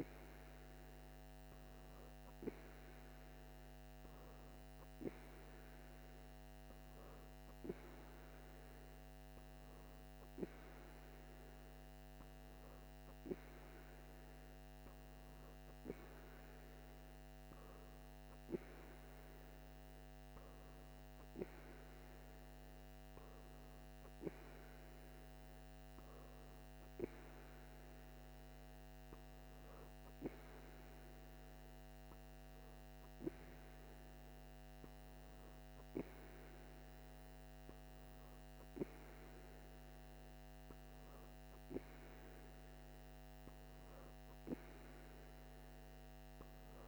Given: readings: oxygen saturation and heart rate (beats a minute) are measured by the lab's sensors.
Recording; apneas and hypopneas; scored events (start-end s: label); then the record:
breathing in sleep, hard to hear, by a microphone on the trachea; none
none scored
From the record:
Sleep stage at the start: N2 (light sleep); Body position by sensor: on the right side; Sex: female